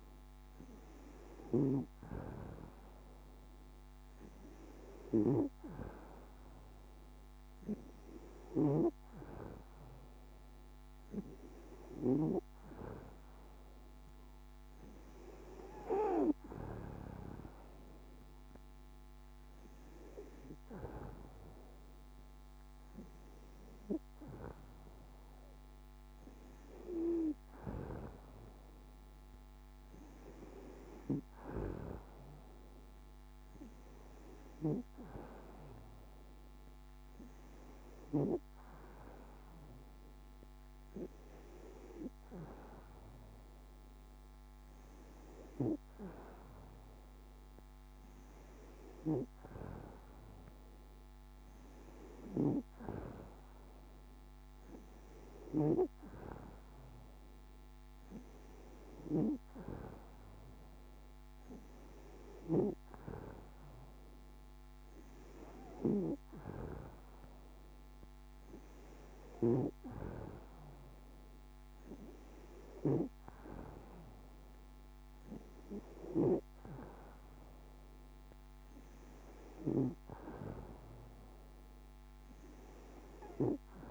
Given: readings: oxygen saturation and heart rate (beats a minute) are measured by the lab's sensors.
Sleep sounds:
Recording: breathing in sleep by a microphone on the trachea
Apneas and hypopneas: none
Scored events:
none scored
From the record:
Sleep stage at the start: N2 (light sleep)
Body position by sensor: on the back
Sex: female

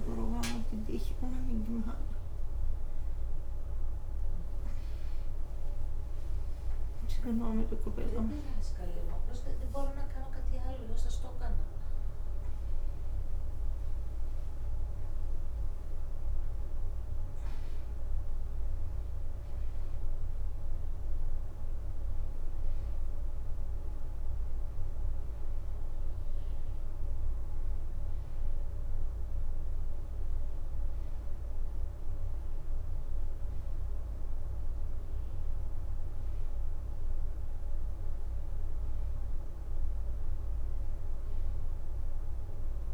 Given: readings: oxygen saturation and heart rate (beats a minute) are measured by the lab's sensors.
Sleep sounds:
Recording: a person awake in a sleep study, by a room microphone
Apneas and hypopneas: none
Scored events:
0.00-8.00 s: oxygen desaturation (device-marked, oxygen 90% lowest, heart rate 87 extreme)
37.50-39.50 s: leg movement (device-marked)
From the record:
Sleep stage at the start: awake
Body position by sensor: on the right side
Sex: female

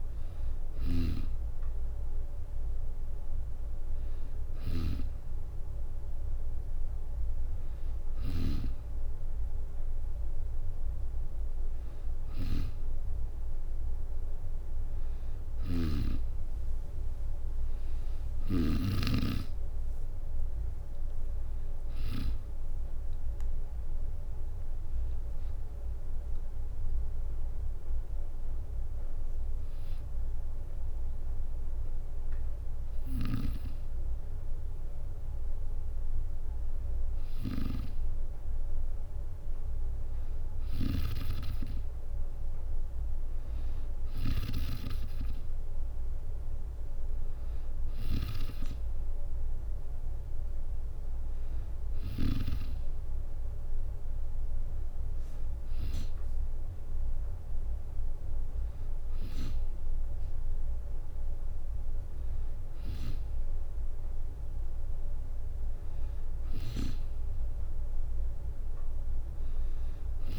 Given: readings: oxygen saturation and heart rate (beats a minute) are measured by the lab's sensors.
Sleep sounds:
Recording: breathing in sleep by a room microphone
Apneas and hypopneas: 1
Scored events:
0.00-18.50 s: snoring (device-marked)
18.00-31.00 s: drop in pulse transit time (device-marked, heart rate 69 before, 69 extreme)
18.50-22.00 s: arousal
27.50-38.00 s: hypopnea (oxygen 94% before, 92% lowest, heart rate 71 before, 66 extreme, up 2 after)
32.50-52.00 s: snoring (device-marked)
40.50-44.50 s: arousal
66.00-70.39 s: snoring (device-marked)
From the record:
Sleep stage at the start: N2 (light sleep)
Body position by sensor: on the back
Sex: female

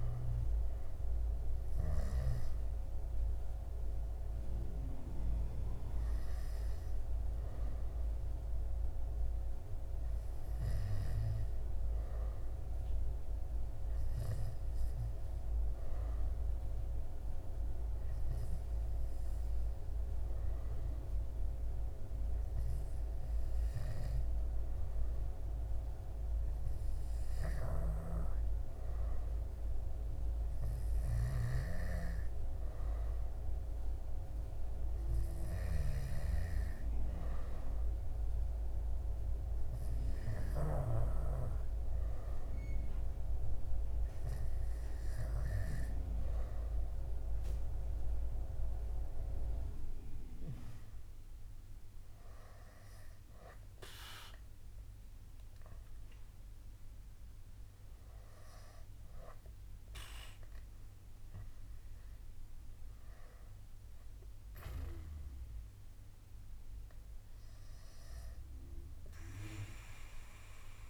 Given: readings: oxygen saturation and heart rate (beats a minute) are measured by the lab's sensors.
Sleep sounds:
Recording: breathing in sleep by a room microphone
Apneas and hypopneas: none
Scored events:
none scored
From the record:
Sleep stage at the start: N2 (light sleep)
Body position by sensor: on the back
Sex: male

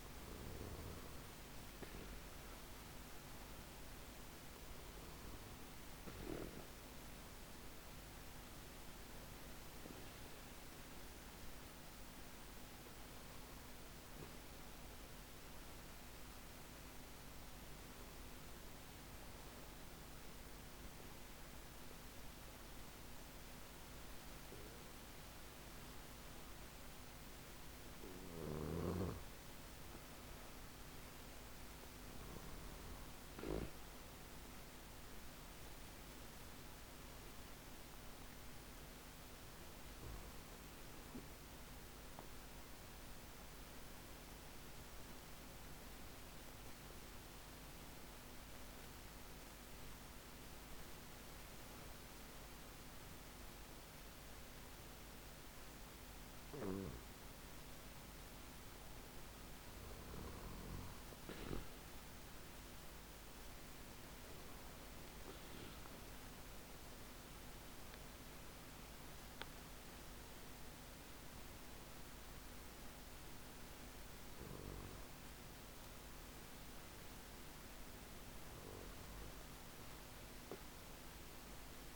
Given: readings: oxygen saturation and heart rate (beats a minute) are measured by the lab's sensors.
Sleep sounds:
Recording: a person partly awake in a sleep study, hard to hear, by a microphone on the trachea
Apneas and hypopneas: 2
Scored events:
14.00-27.50 s: hypopnea (oxygen 96% before, 92% lowest, heart rate 54 before, 48 extreme)
28.50-34.50 s: arousal
35.50-56.50 s: oxygen desaturation (device-marked, oxygen 96% before, 92% lowest, heart rate 68 before, 48 extreme)
41.00-57.00 s: obstructive apnea (oxygen 96% before, 92% lowest, heart rate 82 before, 48 extreme)
45.50-81.96 s: new sleep stage, awake
From the record:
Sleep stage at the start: N2 (light sleep)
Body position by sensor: on the back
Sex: male

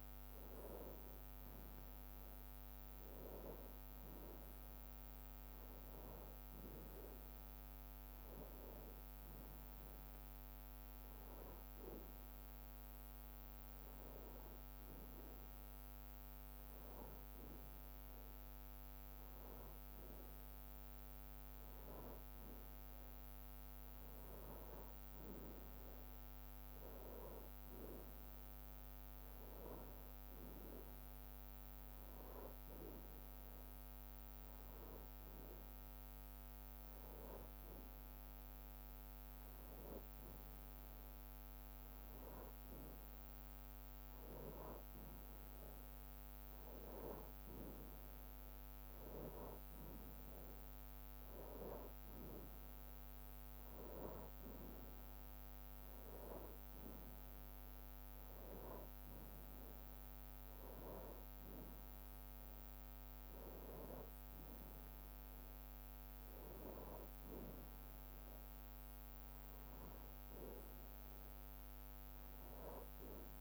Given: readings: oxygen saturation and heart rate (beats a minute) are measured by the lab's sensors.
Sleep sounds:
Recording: breathing in sleep by a microphone on the trachea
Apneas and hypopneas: none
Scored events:
0.00-5.00 s: bradycardia (device-marked, heart rate 56 extreme)
9.00-16.00 s: bradycardia (device-marked, heart rate 62 before, 57 extreme)
35.00-42.00 s: bradycardia (device-marked, heart rate 62 before, 56 extreme)
54.00-56.00 s: long interval between heartbeats (device-marked, heart rate 61 before, 66 extreme)
From the record:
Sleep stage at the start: N2 (light sleep)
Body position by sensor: on the back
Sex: male

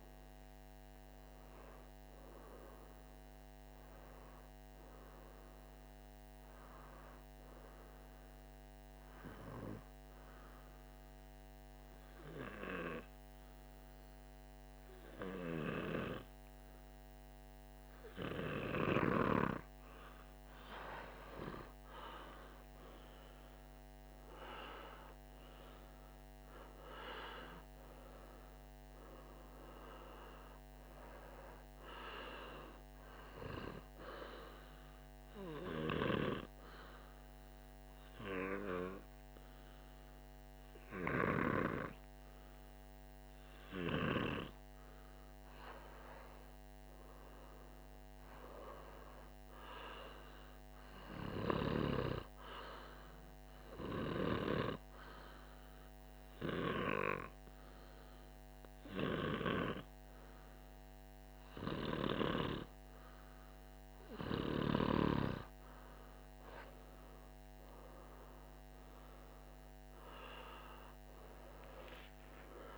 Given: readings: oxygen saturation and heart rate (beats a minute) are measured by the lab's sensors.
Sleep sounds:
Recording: breathing in sleep by a microphone on the trachea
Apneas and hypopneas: 3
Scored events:
1.50-6.50 s: arousal
11.00-21.00 s: obstructive apnea (oxygen 97% before, 93% lowest, heart rate 57 before, 54 extreme, up 2 after)
23.50-27.50 s: arousal
27.00-42.00 s: oxygen desaturation (device-marked, oxygen 96% before, 93% lowest, heart rate 55 before, 55 extreme)
36.50-46.50 s: obstructive apnea (oxygen 97% before, 93% lowest, heart rate 55 before, 55 extreme, up 2 after)
47.50-51.50 s: arousal
55.00-65.00 s: obstructive apnea (oxygen 97% before, 94% lowest, heart rate 56 before, 55 extreme, up 2 after)
67.50-71.50 s: arousal
From the record:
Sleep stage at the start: N2 (light sleep)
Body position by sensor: on the back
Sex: male

